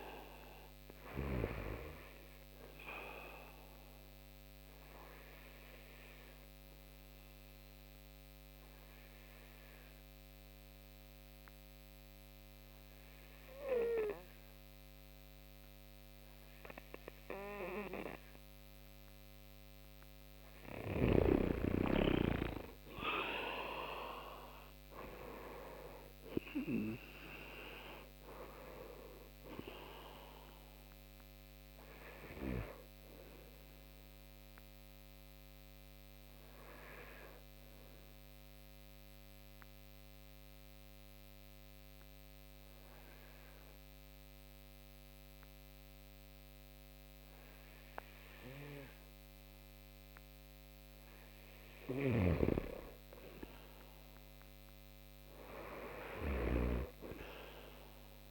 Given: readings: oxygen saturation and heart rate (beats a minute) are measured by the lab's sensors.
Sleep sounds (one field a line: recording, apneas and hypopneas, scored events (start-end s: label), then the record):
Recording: breathing in sleep by a microphone on the trachea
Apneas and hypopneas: 2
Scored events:
0.00-18.00 s: oxygen desaturation (device-marked, oxygen 90% lowest)
3.00-19.00 s: obstructive apnea (oxygen 95% before, 90% lowest)
21.00-24.00 s: arousal
30.00-48.00 s: oxygen desaturation (device-marked, oxygen 95% before, 90% lowest)
34.00-49.00 s: obstructive apnea (oxygen 95% before, 90% lowest)
51.00-56.00 s: snoring (device-marked)
51.50-54.00 s: arousal
From the record:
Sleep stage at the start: N2 (light sleep)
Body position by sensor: on the right side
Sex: male